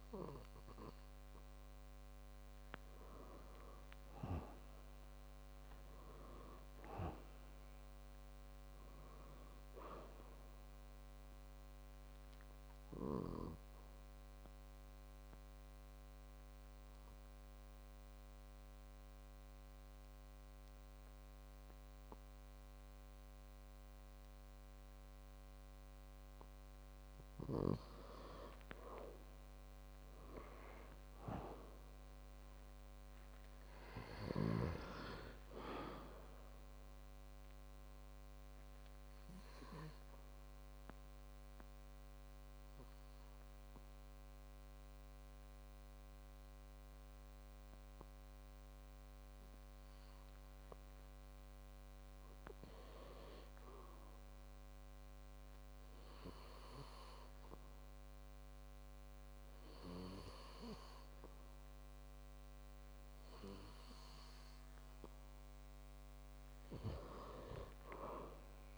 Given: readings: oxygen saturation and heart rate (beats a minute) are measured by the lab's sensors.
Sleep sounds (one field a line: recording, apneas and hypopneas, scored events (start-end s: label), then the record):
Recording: breathing in sleep by a microphone on the trachea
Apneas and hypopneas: 2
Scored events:
14.50-28.50 s: obstructive apnea (oxygen 97% before, 95% lowest, heart rate 113 before, 85 extreme, up 41 after)
31.00-34.50 s: arousal
40.50-51.50 s: obstructive apnea (oxygen 97% before, 95% lowest, heart rate 122 before, 76 extreme, up 52 after)
53.50-56.50 s: arousal
From the record:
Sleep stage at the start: N2 (light sleep)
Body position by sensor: on the back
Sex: male